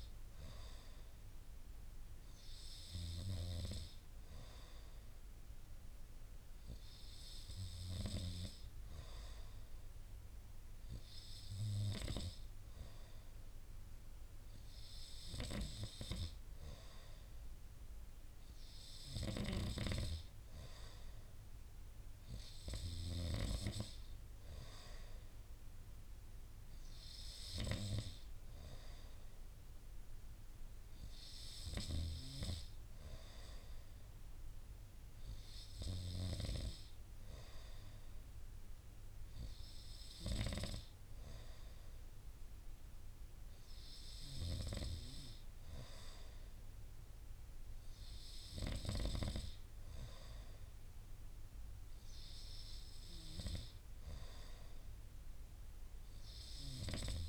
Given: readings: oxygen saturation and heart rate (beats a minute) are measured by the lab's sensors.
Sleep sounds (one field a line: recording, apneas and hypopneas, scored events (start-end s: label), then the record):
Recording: breathing in sleep by a room microphone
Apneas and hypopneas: none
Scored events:
none scored
From the record:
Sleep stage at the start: N2 (light sleep)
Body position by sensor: on the right side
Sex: male